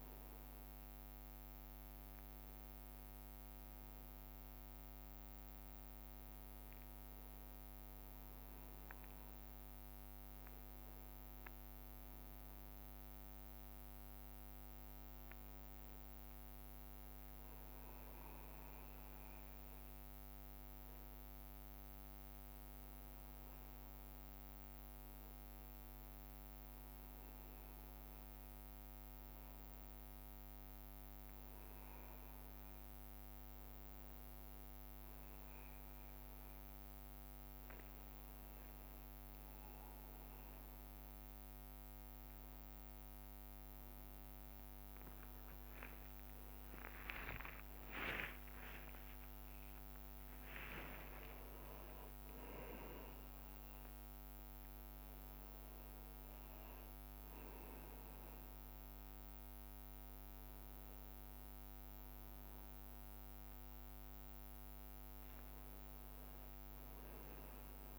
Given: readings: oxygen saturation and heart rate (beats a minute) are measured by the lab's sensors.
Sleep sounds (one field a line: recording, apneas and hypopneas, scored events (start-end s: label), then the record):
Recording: a person partly awake in a sleep study, hard to hear, by a microphone on the trachea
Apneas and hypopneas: none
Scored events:
0.00-1.50 s: long interval between heartbeats (device-marked, heart rate 106 extreme)
0.00-3.00 s: drop in pulse transit time (device-marked, heart rate 91 extreme)
0.00-3.00 s: leg movement (device-marked)
6.50-16.50 s: leg movement (device-marked)
10.50-12.50 s: long interval between heartbeats (device-marked, heart rate 101 before, 82 extreme)
12.50-14.50 s: long interval between heartbeats (device-marked, heart rate 101 before, 87 extreme)
14.50-16.50 s: long interval between heartbeats (device-marked, heart rate 99 before, 99 extreme)
20.00-27.00 s: leg movement (device-marked)
29.00-34.00 s: leg movement (device-marked)
35.00-39.50 s: leg movement (device-marked)
35.00-62.00 s: drop in pulse transit time (device-marked, heart rate 70 before, 65 extreme)
41.50-43.50 s: long interval between heartbeats (device-marked, heart rate 64 before, 72 extreme)
43.00-67.99 s: new sleep stage, awake
44.00-51.00 s: tachycardia (device-marked, heart rate 41 before, 144 extreme)
45.00-55.00 s: leg movement (device-marked)
45.50-47.50 s: long interval between heartbeats (device-marked, heart rate 66 before, 88 extreme)
50.50-52.50 s: long interval between heartbeats (device-marked, heart rate 77 before, 140 extreme)
56.50-62.00 s: leg movement (device-marked)
64.00-67.99 s: leg movement (device-marked)
From the record:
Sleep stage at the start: N2 (light sleep)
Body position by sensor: on the back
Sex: male